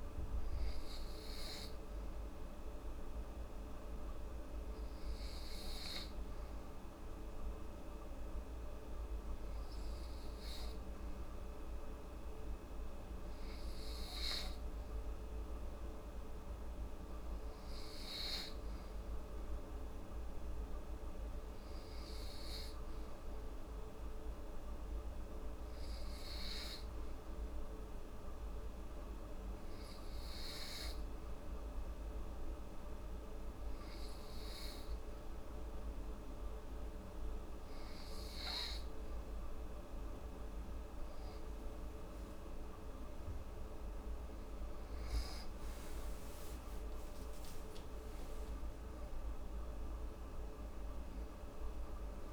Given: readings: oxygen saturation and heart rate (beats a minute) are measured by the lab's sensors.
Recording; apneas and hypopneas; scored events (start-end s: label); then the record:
breathing in sleep, hard to hear, by a room microphone; 1
10.00-13.50 s: arousal
23.00-38.50 s: hypopnea (oxygen 94% before, 92% lowest, heart rate 75 before, 71 extreme, up 6 after)
41.00-45.00 s: arousal
From the record:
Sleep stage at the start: N2 (light sleep); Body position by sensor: on the back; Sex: female